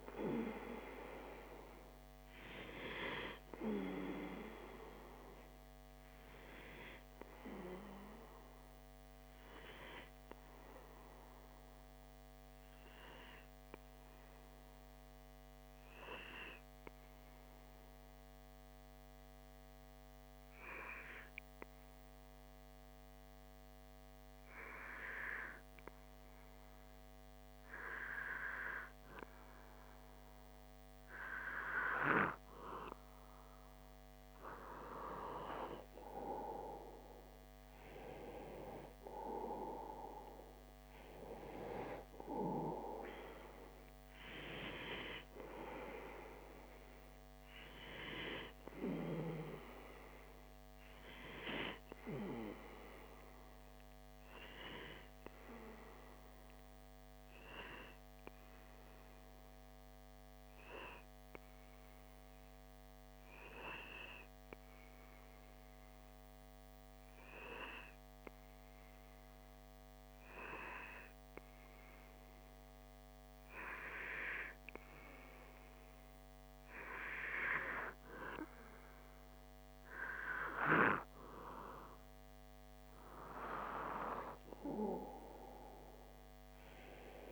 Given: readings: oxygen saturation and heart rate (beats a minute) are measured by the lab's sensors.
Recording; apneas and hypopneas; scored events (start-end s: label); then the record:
breathing in sleep by a microphone on the trachea; 2
10.00-31.00 s: obstructive apnea (oxygen 97% before, 94% lowest)
33.00-37.00 s: arousal
57.00-77.50 s: obstructive apnea (oxygen 96% before, 94% lowest)
81.00-86.00 s: arousal
From the record:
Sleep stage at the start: N2 (light sleep); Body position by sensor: on the back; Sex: male